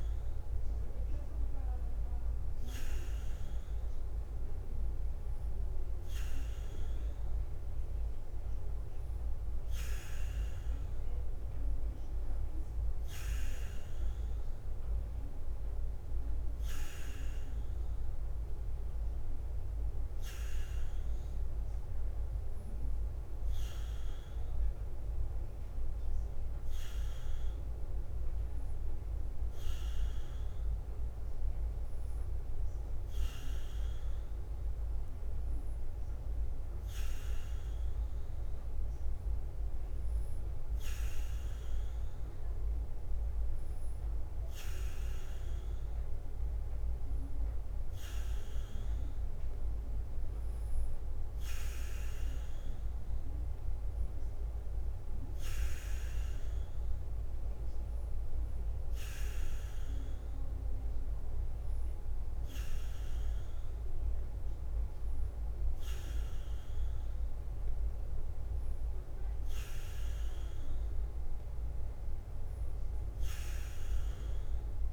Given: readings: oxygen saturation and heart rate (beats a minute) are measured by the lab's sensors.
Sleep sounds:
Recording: breathing in sleep, hard to hear, by a room microphone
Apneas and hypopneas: none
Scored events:
0.00-74.93 s: bradycardia (device-marked, heart rate 44 extreme)
From the record:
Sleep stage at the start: N3 (deep sleep)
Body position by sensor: on the back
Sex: male

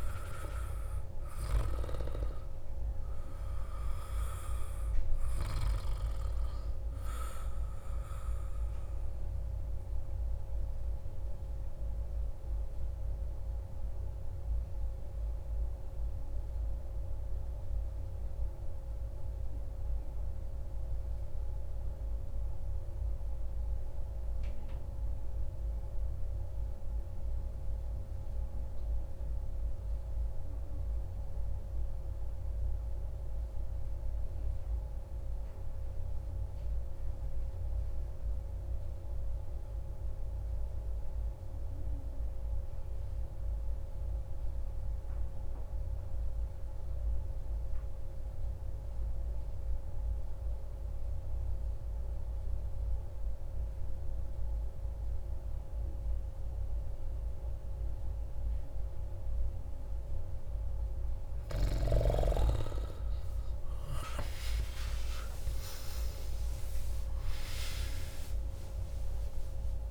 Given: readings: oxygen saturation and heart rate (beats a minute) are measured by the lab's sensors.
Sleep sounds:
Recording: breathing in sleep by a room microphone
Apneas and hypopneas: 1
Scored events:
0.00-20.00 s: oxygen desaturation (device-marked, oxygen 90% lowest, heart rate 67 extreme)
9.50-60.50 s: mixed apnea (oxygen 96% before, 89% lowest)
46.00-69.91 s: oxygen desaturation (device-marked, oxygen 97% before, 89% lowest)
63.00-68.50 s: arousal
From the record:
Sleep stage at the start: N2 (light sleep)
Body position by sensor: on the back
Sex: male

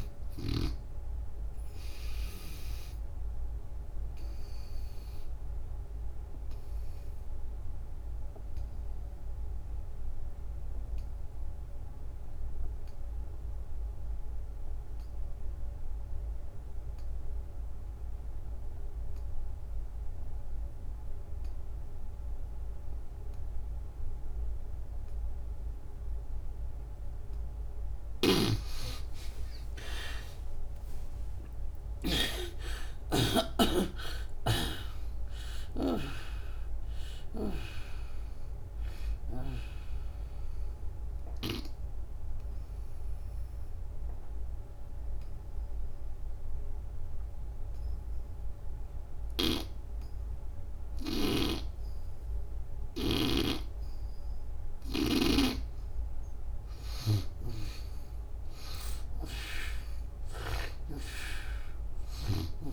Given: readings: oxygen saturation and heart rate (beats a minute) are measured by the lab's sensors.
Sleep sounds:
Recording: breathing in sleep by a room microphone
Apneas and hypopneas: 2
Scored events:
0.00-9.50 s: oxygen desaturation (device-marked, oxygen 74% lowest, heart rate 65 extreme)
4.00-26.50 s: obstructive apnea (oxygen 88% before, 69% lowest, heart rate 86 before, 65 extreme, up 33 after)
25.50-57.50 s: oxygen desaturation (device-marked, oxygen 97% before, 69% lowest, heart rate 81 before, 70 extreme)
27.50-33.00 s: snoring (device-marked)
29.00-34.00 s: arousal
40.50-55.00 s: obstructive apnea (oxygen 97% before, 69% lowest, heart rate 94 before, 71 extreme, up 19 after)
50.50-55.00 s: snoring (device-marked)
58.50-62.00 s: arousal
From the record:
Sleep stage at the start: N2 (light sleep)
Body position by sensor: on the back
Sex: female

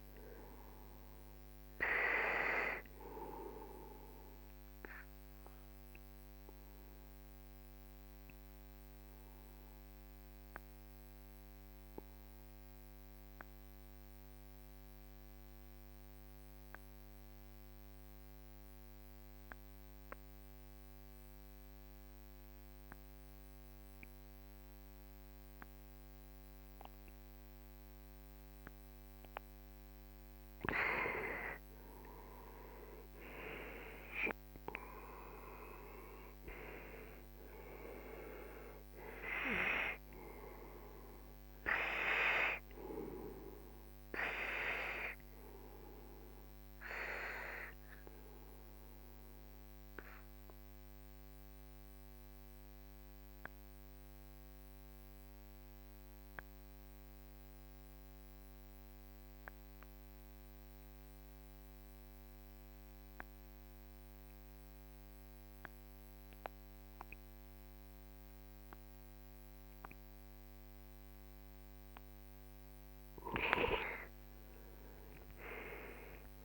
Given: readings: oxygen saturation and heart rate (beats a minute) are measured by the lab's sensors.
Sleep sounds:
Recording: breathing in sleep by a microphone on the trachea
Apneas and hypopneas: 2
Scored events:
0.00-17.50 s: oxygen desaturation (device-marked, oxygen 92% lowest, heart rate 44 extreme)
5.50-30.50 s: obstructive apnea (oxygen 97% before, 91% lowest, heart rate 55 before, 41 extreme, up 11 after)
29.50-50.50 s: oxygen desaturation (device-marked, oxygen 98% before, 91% lowest, heart rate 48 before, 41 extreme)
32.50-37.50 s: arousal
45.00-71.50 s: obstructive apnea (oxygen 98% before, 91% lowest, heart rate 56 before, 42 extreme, up 23 after)
73.50-76.45 s: oxygen desaturation (device-marked, oxygen 98% before, 91% lowest, heart rate 49 before, 43 extreme)
From the record:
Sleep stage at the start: N2 (light sleep)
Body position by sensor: on the front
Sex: male

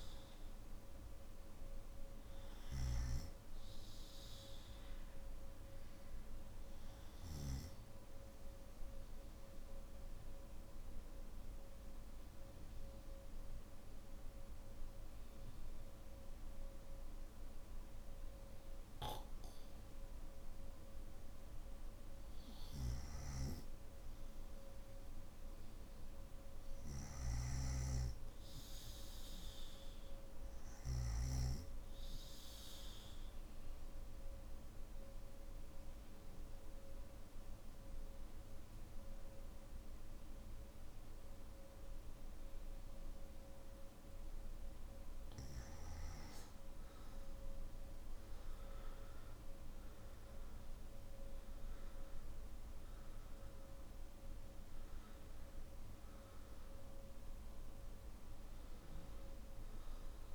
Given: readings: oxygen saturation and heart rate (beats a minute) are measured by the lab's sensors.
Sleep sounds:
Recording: breathing in sleep, hard to hear, by a room microphone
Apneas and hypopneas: 2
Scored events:
6.50-20.50 s: obstructive apnea (oxygen 96% before, 94% lowest, heart rate 52 before, 48 extreme, up 5 after)
30.50-44.50 s: obstructive apnea (oxygen 99% before, 94% lowest, heart rate 51 before, 48 extreme, up 12 after)
34.50-45.50 s: oxygen desaturation (device-marked, oxygen 98% before, 94% lowest, heart rate 52 before, 48 extreme)
From the record:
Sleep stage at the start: N1 (lightest sleep)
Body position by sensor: on the back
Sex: male

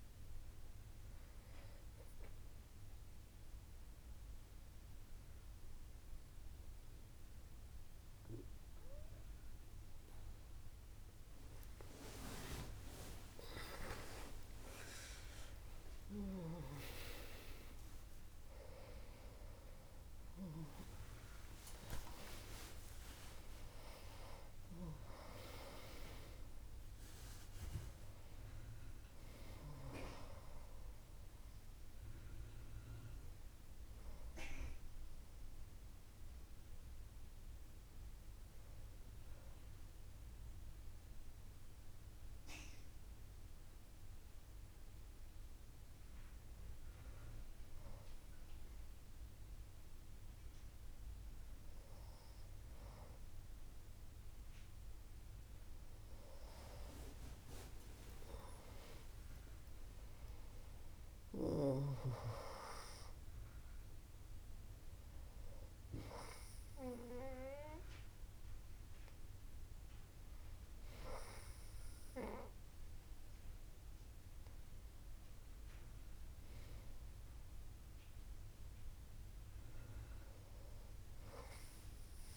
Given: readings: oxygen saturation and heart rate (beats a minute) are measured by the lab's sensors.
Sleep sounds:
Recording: breathing in sleep by a room microphone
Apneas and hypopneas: 2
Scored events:
1.50-12.50 s: obstructive apnea (oxygen 98% before, 96% lowest, heart rate 69 before, 62 extreme, up 52 after)
15.50-22.00 s: arousal
38.50-52.00 s: hypopnea (oxygen 98% before, 96% lowest, heart rate 84 before, 65 extreme, up 14 after)
57.00-62.00 s: arousal
From the record:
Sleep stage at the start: N2 (light sleep)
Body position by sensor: on the back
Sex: female

